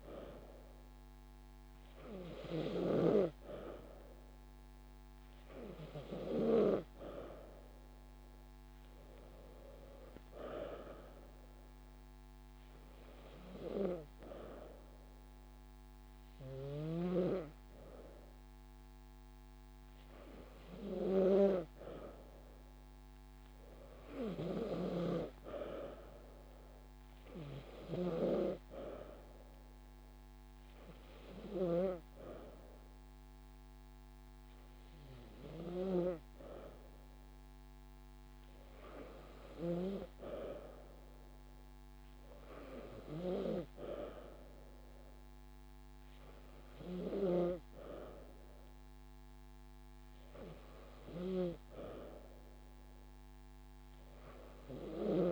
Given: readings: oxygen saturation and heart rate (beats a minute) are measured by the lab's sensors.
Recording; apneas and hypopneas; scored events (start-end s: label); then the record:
breathing in sleep by a microphone on the trachea; none
12.50-14.50 s: long interval between heartbeats (device-marked)
53.50-55.32 s: long interval between heartbeats (device-marked)
From the record:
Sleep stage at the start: N2 (light sleep); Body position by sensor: on the back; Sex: female